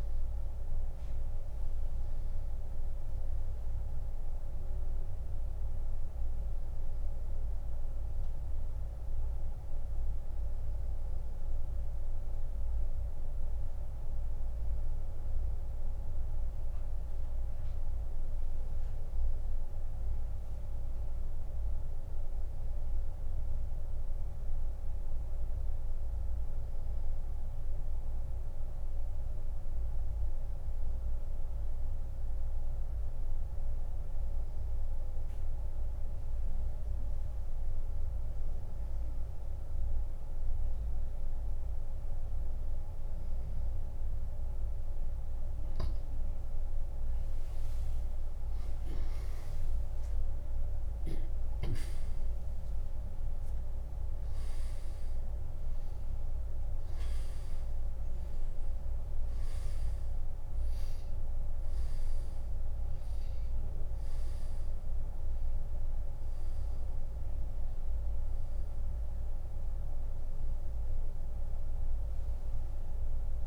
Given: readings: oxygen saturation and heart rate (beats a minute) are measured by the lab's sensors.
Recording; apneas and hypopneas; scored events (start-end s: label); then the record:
breathing in sleep, hard to hear, by a room microphone; 1
0.00-44.00 s: oxygen desaturation (device-marked, oxygen 85% lowest, heart rate 65 extreme)
6.00-45.00 s: mixed apnea (oxygen 97% before, 85% lowest, heart rate 88 before, 65 extreme, up 33 after)
49.00-53.50 s: arousal
65.00-73.47 s: oxygen desaturation (device-marked, oxygen 98% before, 86% lowest, heart rate 91 before, 61 extreme)
From the record:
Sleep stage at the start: N2 (light sleep); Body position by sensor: on the back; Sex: male